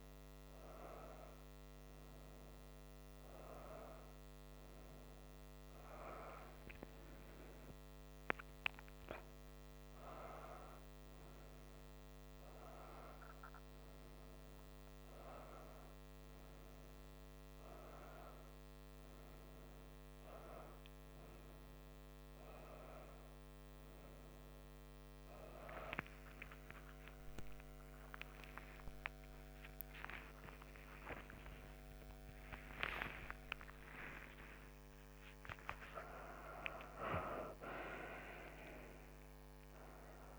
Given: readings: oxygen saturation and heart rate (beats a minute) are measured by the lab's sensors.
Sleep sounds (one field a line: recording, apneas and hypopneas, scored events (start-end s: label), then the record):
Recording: a person awake in a sleep study, by a microphone on the trachea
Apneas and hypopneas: none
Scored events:
none scored
From the record:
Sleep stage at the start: awake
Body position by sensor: on the back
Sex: female